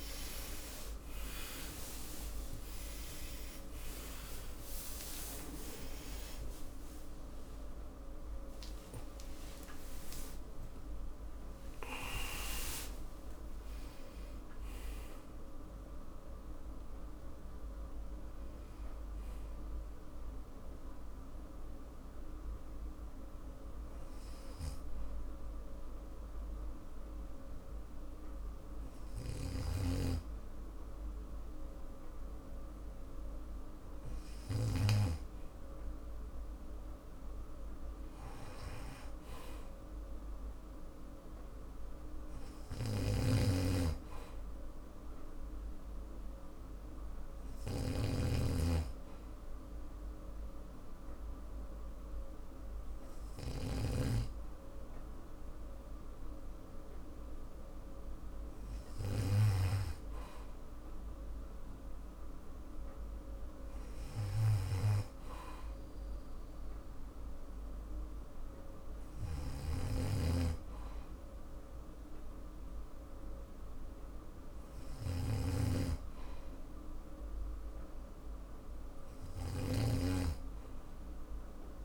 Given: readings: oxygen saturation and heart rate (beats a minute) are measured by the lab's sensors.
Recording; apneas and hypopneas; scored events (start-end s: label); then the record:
breathing in sleep by a room microphone; 1
1.50-9.00 s: arousal
3.50-5.50 s: long interval between heartbeats (device-marked, heart rate 52 before, 69 extreme)
6.00-8.00 s: long interval between heartbeats (device-marked, heart rate 58 before, 123 extreme)
9.00-19.00 s: oxygen desaturation (device-marked, oxygen 98% before, 95% lowest, heart rate 71 before, 51 extreme)
9.50-11.50 s: long interval between heartbeats (device-marked, heart rate 71 before, 165 extreme)
12.00-14.00 s: long interval between heartbeats (device-marked, heart rate 87 before, 127 extreme)
29.00-35.00 s: snoring (device-marked)
30.00-39.00 s: oxygen desaturation (device-marked, oxygen 97% before, 91% lowest, heart rate 92 before, 51 extreme)
42.50-59.50 s: snoring (device-marked)
47.00-58.00 s: hypopnea (oxygen 100% before, 96% lowest, heart rate 54 before, 53 extreme, up 2 after)
60.50-64.50 s: arousal
69.00-79.50 s: snoring (device-marked)
From the record:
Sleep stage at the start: N2 (light sleep); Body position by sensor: on the back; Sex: male